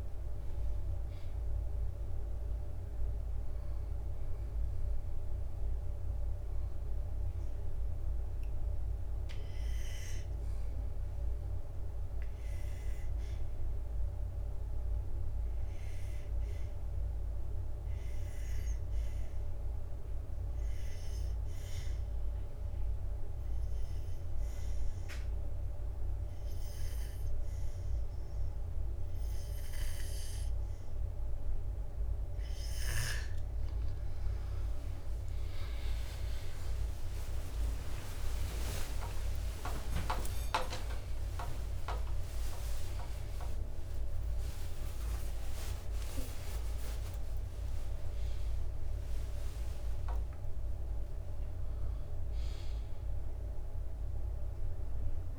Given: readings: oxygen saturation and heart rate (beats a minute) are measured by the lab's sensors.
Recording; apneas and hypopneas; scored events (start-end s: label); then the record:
a person partly awake in a sleep study, by a room microphone; 1
0.00-5.00 s: drop in pulse transit time (device-marked, heart rate 53 extreme)
0.00-33.00 s: bradycardia (device-marked, heart rate 59 before, 52 extreme)
11.00-32.00 s: obstructive apnea (oxygen 97% before, 95% lowest, heart rate 57 before, 52 extreme, up 49 after)
36.00-38.00 s: long interval between heartbeats (device-marked, heart rate 54 before, 65 extreme)
36.00-48.00 s: tachycardia (device-marked, heart rate 59 before, 146 extreme)
37.00-55.39 s: new sleep stage, awake
40.00-53.00 s: drop in pulse transit time (device-marked, heart rate 59 before, 79 extreme)
44.50-46.50 s: long interval between heartbeats (device-marked, heart rate 73 before, 140 extreme)
From the record:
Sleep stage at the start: N2 (light sleep); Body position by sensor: on the back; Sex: male